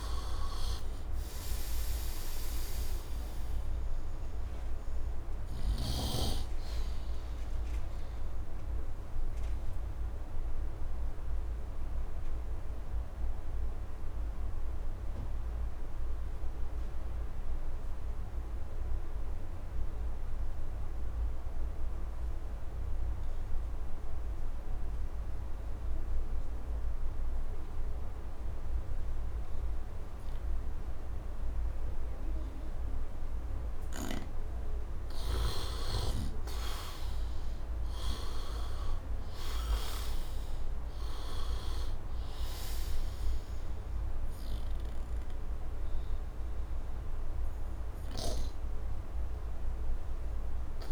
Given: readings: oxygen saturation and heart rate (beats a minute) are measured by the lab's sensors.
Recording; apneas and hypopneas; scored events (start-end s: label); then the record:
breathing in sleep by a room microphone; 1
0.00-29.50 s: oxygen desaturation (device-marked, oxygen 78% lowest, heart rate 70 extreme)
9.00-33.50 s: obstructive apnea (oxygen 96% before, 78% lowest, heart rate 80 before, 70 extreme, up 8 after)
31.50-50.91 s: oxygen desaturation (device-marked, oxygen 99% before, 78% lowest, heart rate 73 before, 71 extreme)
35.50-40.00 s: arousal
48.00-50.91 s: snoring (device-marked)
From the record:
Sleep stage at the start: N2 (light sleep); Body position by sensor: on the right side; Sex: male